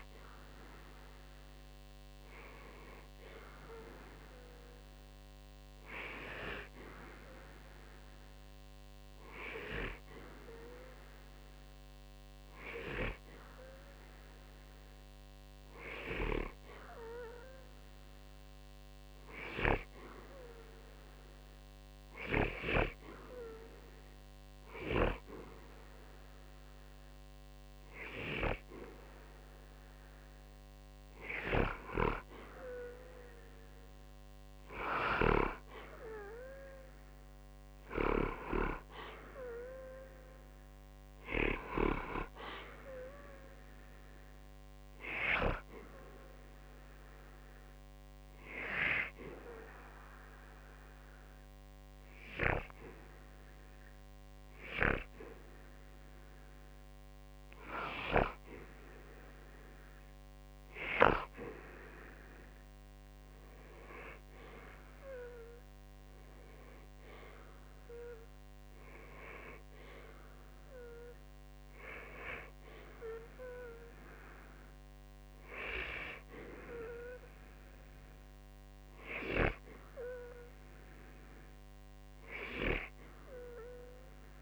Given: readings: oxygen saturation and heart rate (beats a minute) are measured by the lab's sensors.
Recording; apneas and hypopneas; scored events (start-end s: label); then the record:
breathing in sleep by a microphone on the trachea; 1
46.50-58.50 s: hypopnea (oxygen 93% before, 91% lowest, heart rate 65 before, 52 extreme, up 9 after)
62.00-65.50 s: arousal
66.00-84.42 s: oxygen desaturation (device-marked, oxygen 95% before, 91% lowest, heart rate 65 before, 60 extreme)
From the record:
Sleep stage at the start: N2 (light sleep); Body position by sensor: on the back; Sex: male